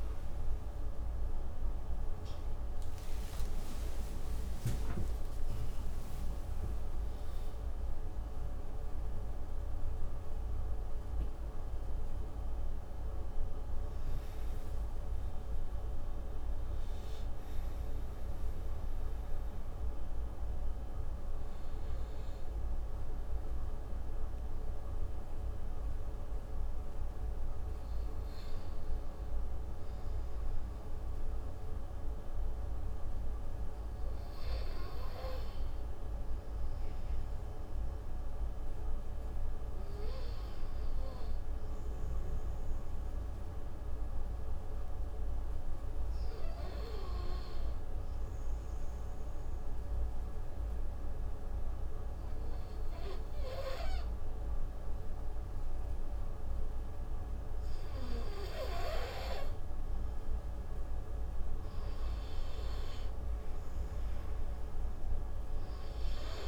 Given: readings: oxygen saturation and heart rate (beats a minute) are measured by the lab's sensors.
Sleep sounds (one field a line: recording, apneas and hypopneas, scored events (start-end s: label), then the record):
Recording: breathing in sleep, hard to hear, by a room microphone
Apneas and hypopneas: 1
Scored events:
0.00-11.00 s: oxygen desaturation (device-marked, oxygen 88% lowest)
49.00-60.00 s: obstructive apnea (oxygen 98% before, 89% lowest)
63.00-66.48 s: arousal
From the record:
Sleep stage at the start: N2 (light sleep)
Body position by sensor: on the right side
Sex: male